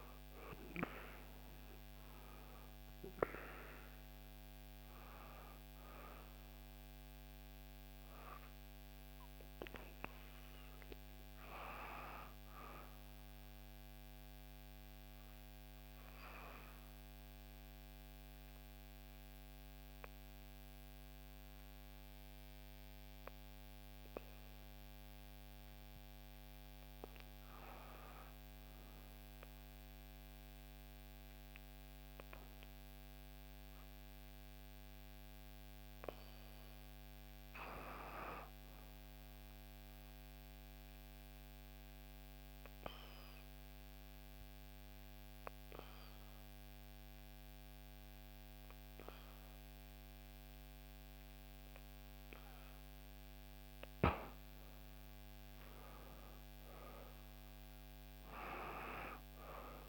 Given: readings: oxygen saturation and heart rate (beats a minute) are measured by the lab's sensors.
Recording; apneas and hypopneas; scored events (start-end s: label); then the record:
breathing in sleep by a microphone on the trachea; 2
0.00-17.00 s: oxygen desaturation (device-marked, oxygen 89% lowest, heart rate 58 extreme)
13.50-26.00 s: obstructive apnea (oxygen 99% before, 89% lowest, heart rate 63 before, 58 extreme, up 6 after)
28.50-31.00 s: arousal
35.00-59.89 s: oxygen desaturation (device-marked, oxygen 98% before, 90% lowest, heart rate 60 before, 58 extreme)
40.00-52.50 s: obstructive apnea (oxygen 98% before, 89% lowest, heart rate 61 before, 58 extreme, up 5 after)
56.00-59.89 s: arousal
From the record:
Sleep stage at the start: N2 (light sleep); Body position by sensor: on the back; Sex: female